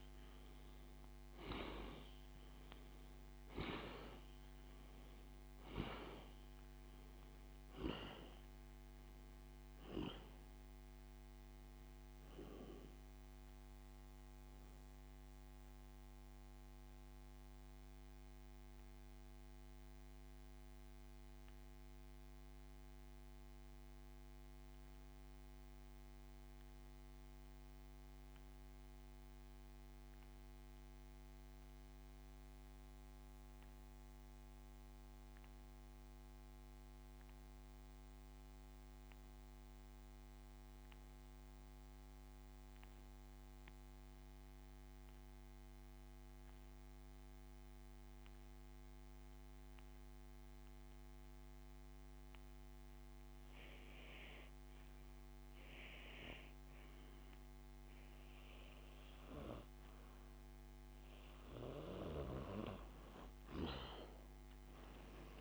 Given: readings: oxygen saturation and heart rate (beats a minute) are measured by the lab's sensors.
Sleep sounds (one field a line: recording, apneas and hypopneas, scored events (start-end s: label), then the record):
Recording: breathing in sleep by a microphone on the trachea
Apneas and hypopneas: 1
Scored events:
8.50-30.50 s: oxygen desaturation (device-marked, oxygen 96% before, 91% lowest, heart rate 39 before, 31 extreme)
17.00-59.00 s: mixed apnea (oxygen 97% before, 86% lowest, heart rate 34 before, 39 extreme, up 10 after)
39.50-48.50 s: oxygen desaturation (device-marked, oxygen 92% before, 86% lowest, heart rate 56 before, 39 extreme)
From the record:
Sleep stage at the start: N2 (light sleep)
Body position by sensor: on the back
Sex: male